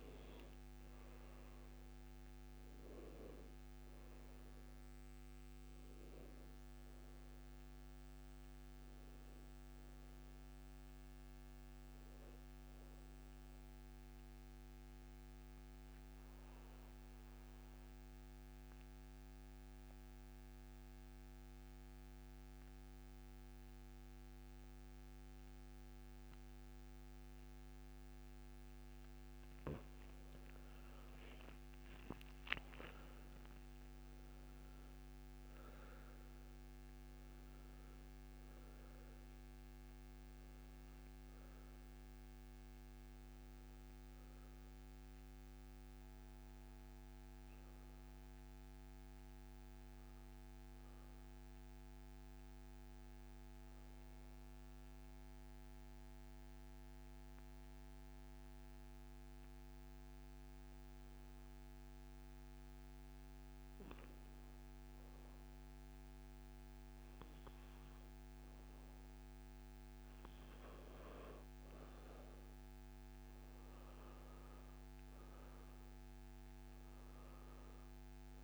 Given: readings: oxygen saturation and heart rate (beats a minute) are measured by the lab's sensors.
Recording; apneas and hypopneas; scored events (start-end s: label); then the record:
breathing in sleep, hard to hear, by a microphone on the trachea; 2
0.00-14.50 s: oxygen desaturation (device-marked, oxygen 87% lowest, heart rate 62 extreme)
13.00-28.50 s: obstructive apnea (oxygen 96% before, 88% lowest, heart rate 74 before, 62 extreme, up 14 after)
30.00-34.00 s: arousal
31.50-49.50 s: oxygen desaturation (device-marked, oxygen 98% before, 89% lowest, heart rate 66 before, 63 extreme)
52.50-68.50 s: hypopnea (oxygen 99% before, 91% lowest, heart rate 75 before, 63 extreme, up 9 after)
68.50-78.44 s: oxygen desaturation (device-marked, oxygen 98% before, 91% lowest, heart rate 69 before, 64 extreme)
74.00-78.00 s: arousal
From the record:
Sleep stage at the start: N2 (light sleep); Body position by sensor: on the back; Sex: male